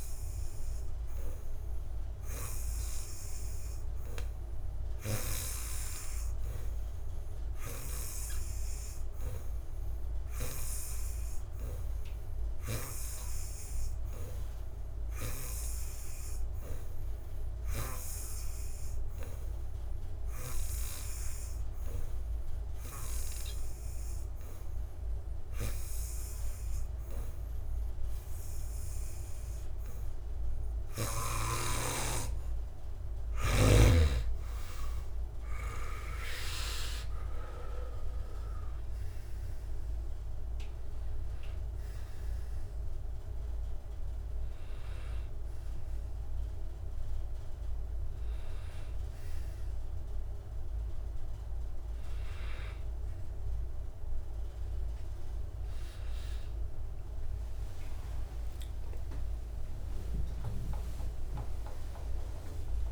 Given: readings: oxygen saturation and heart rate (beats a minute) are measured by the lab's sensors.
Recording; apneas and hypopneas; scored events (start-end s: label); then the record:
breathing in sleep by a room microphone; 1
12.50-24.50 s: oxygen desaturation (device-marked, oxygen 92% before, 88% lowest)
17.00-32.00 s: hypopnea (oxygen 92% before, 85% lowest)
22.50-62.92 s: new sleep stage, N2 (light sleep)
36.50-39.50 s: arousal
37.50-50.50 s: oxygen desaturation (device-marked, oxygen 90% before, 85% lowest)
61.00-62.92 s: arousal
From the record:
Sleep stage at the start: N3 (deep sleep); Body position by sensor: on the back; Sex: male